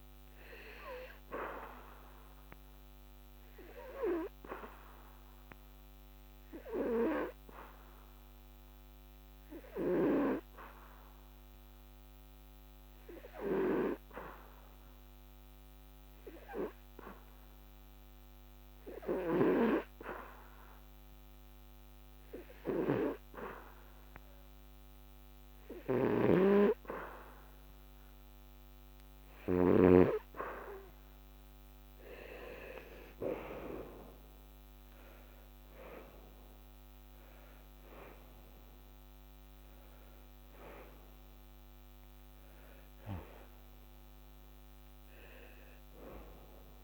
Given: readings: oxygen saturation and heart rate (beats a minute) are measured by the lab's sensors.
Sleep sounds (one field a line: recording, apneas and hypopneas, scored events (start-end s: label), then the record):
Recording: breathing in sleep by a microphone on the trachea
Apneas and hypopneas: 1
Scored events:
0.00-14.50 s: oxygen desaturation (device-marked, oxygen 88% lowest, heart rate 64 extreme)
3.00-28.50 s: hypopnea (oxygen 95% before, 88% lowest, heart rate 76 before, 64 extreme, up 16 after)
31.00-35.00 s: arousal
32.50-46.84 s: oxygen desaturation (device-marked, oxygen 95% before, 90% lowest, heart rate 71 before, 70 extreme)
From the record:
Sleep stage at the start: N2 (light sleep)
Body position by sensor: on the back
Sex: male